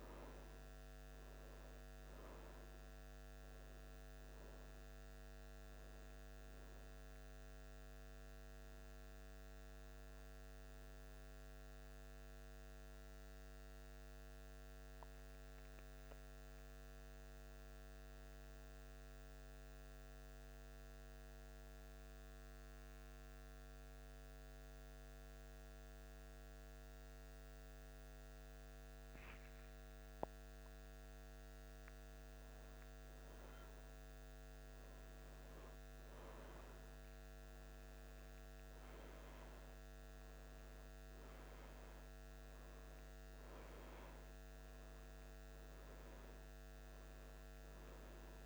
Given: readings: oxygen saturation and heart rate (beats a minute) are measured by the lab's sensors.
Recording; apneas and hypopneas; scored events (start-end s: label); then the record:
breathing in sleep, hard to hear, by a microphone on the trachea; 1
9.00-30.50 s: obstructive apnea (oxygen 96% before, 91% lowest, heart rate 78 before, 73 extreme, up 1 after)
23.50-48.46 s: oxygen desaturation (device-marked, oxygen 96% before, 91% lowest, heart rate 77 before, 75 extreme)
33.50-39.00 s: arousal
From the record:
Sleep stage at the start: N2 (light sleep); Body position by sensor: on the back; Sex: male